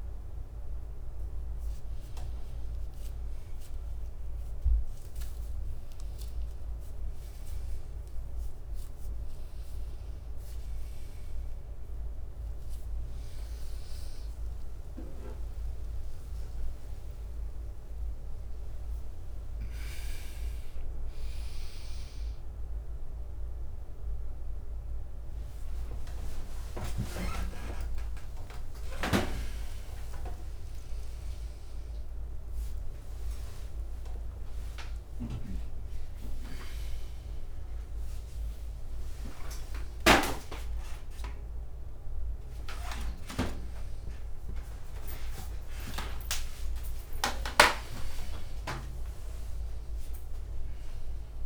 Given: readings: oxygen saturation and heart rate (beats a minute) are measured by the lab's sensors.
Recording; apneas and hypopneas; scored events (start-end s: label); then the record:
a person awake in a sleep study, by a room microphone; none
12.00-21.50 s: leg movement (device-marked)
16.00-24.00 s: drop in pulse transit time (device-marked, heart rate 67 before, 69 extreme)
25.00-51.46 s: new sleep stage, awake
26.00-28.00 s: long interval between heartbeats (device-marked, heart rate 70 before, 83 extreme)
31.00-42.00 s: drop in pulse transit time (device-marked, heart rate 74 before, 75 extreme)
49.00-51.46 s: drop in pulse transit time (device-marked, heart rate 79 before, 76 extreme)
From the record:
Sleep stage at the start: N2 (light sleep); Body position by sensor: on the right side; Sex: male